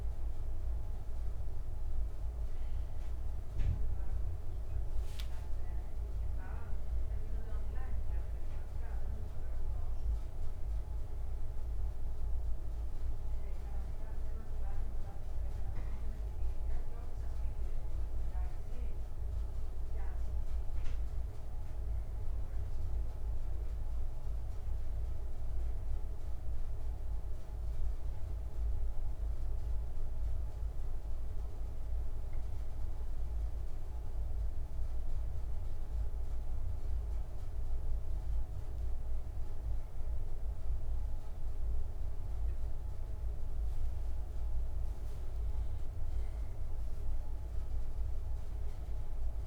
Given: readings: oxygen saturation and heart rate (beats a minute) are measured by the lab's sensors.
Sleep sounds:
a person awake in a sleep study, hard to hear, by a room microphone; none
none scored
From the record:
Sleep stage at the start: awake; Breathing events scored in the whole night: 189 in 3.3 hours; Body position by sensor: on the back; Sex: male

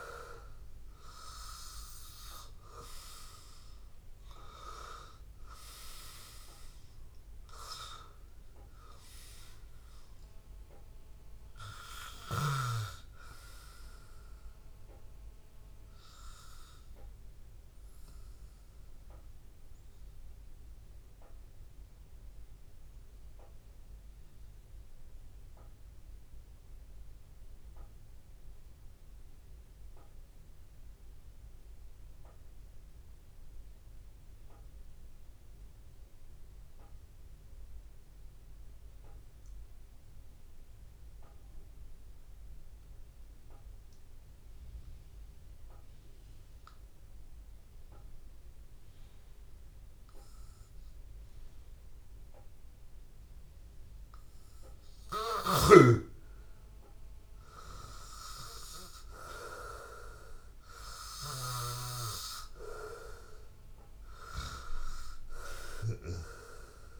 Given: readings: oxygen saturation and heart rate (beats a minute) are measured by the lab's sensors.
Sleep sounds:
breathing in sleep by a room microphone; 1
0.00-1.50 s: arousal
0.00-21.00 s: oxygen desaturation (device-marked, oxygen 92% lowest, heart rate 81 extreme)
20.50-52.00 s: obstructive apnea (oxygen 97% before, 93% lowest, heart rate 84 before, 81 extreme, up 0 after)
43.00-67.00 s: oxygen desaturation (device-marked, oxygen 99% before, 93% lowest, heart rate 82 before, 79 extreme)
55.00-59.00 s: arousal
From the record:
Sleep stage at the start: N2 (light sleep); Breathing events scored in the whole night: 192 in 3.7 hours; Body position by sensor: on the back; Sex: male

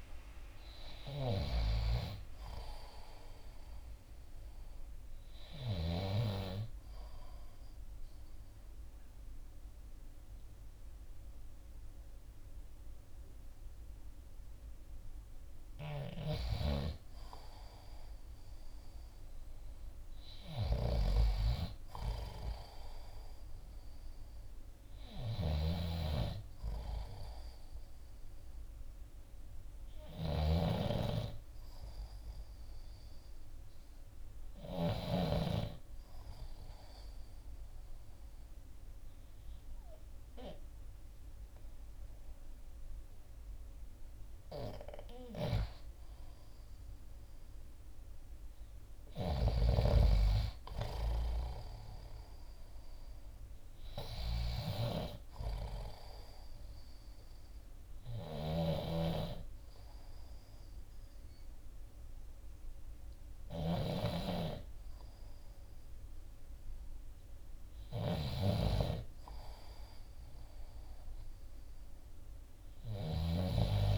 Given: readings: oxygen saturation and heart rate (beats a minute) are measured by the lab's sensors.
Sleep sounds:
breathing in sleep by a room microphone; 3
7.00-17.50 s: obstructive apnea (oxygen 96% before, 90% lowest, heart rate 59 before, 56 extreme)
9.00-27.00 s: oxygen desaturation (device-marked, oxygen 94% before, 91% lowest, heart rate 60 before, 56 extreme)
15.50-35.00 s: snoring (device-marked)
19.50-22.50 s: arousal
35.00-45.50 s: obstructive apnea (oxygen 95% before, 90% lowest, heart rate 58 before, 57 extreme, up 3 after)
35.00-46.00 s: oxygen desaturation (device-marked, oxygen 95% before, 91% lowest, heart rate 58 before, 57 extreme)
45.00-49.50 s: snoring (device-marked)
47.00-50.00 s: arousal
56.00-67.50 s: hypopnea (oxygen 95% before, 90% lowest, heart rate 60 before, 57 extreme, up 2 after)
58.00-73.98 s: snoring (device-marked)
61.00-73.98 s: oxygen desaturation (device-marked, oxygen 95% before, 90% lowest, heart rate 60 before, 57 extreme)
70.50-73.98 s: arousal
From the record:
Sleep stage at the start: N2 (light sleep); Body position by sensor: on the left side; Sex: male

